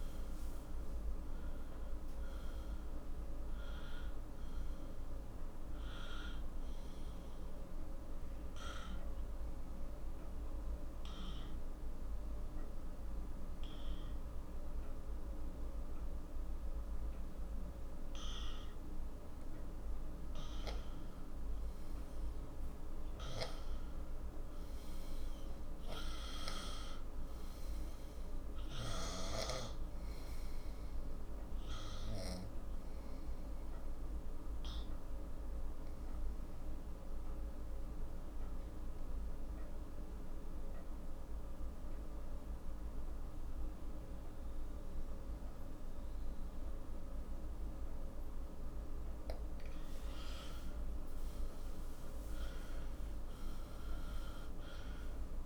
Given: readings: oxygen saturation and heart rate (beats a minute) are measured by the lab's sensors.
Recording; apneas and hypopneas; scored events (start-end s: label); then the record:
breathing in sleep, hard to hear, by a room microphone; 2
0.00-8.00 s: oxygen desaturation (device-marked, oxygen 91% lowest, heart rate 45 extreme)
8.50-21.50 s: obstructive apnea (oxygen 97% before, 90% lowest, heart rate 54 before, 45 extreme, up 13 after)
24.00-29.00 s: arousal
25.00-44.00 s: oxygen desaturation (device-marked, oxygen 96% before, 90% lowest, heart rate 50 before, 45 extreme)
34.00-50.00 s: obstructive apnea (oxygen 96% before, 90% lowest, heart rate 53 before, 43 extreme, up 13 after)
51.50-55.46 s: arousal
From the record:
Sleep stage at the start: N2 (light sleep); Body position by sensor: on the right side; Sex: male